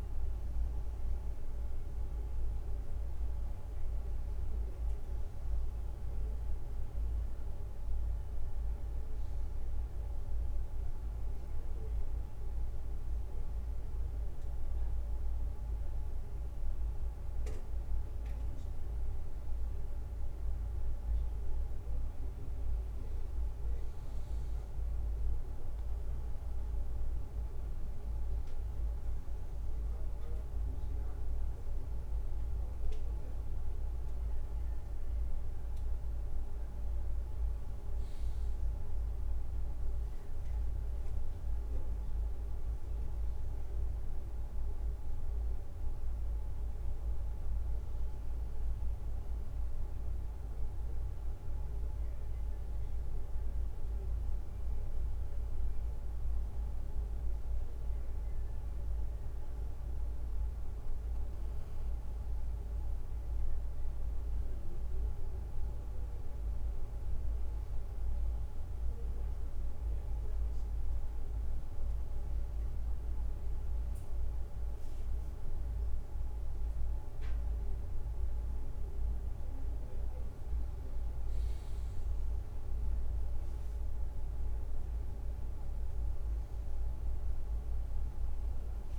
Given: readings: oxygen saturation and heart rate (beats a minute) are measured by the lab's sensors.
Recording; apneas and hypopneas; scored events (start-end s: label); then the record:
a person awake in a sleep study, hard to hear, by a room microphone; none
39.50-40.50 s: leg movement (device-marked)
82.00-84.00 s: leg movement (device-marked)
85.50-88.99 s: new sleep stage, N2 (light sleep)
From the record:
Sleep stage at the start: awake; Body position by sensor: on the right side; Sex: male